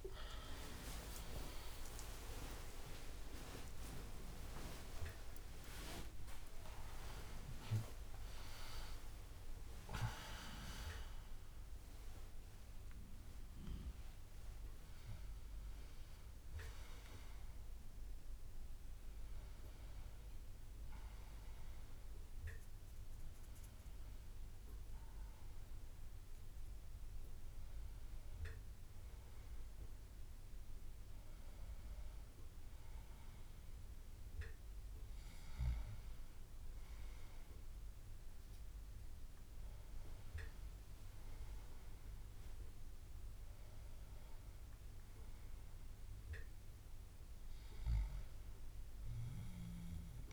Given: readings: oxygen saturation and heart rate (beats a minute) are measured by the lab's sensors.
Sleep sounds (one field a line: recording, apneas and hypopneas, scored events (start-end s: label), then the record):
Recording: a person awake in a sleep study, by a room microphone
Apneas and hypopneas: none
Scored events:
1.00-31.00 s: bradycardia (device-marked)
3.00-10.00 s: drop in pulse transit time (device-marked)
4.00-50.33 s: new sleep stage, awake
9.50-11.50 s: long interval between heartbeats (device-marked)
35.00-43.00 s: bradycardia (device-marked)
From the record:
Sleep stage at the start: N1 (lightest sleep)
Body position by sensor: on the back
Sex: male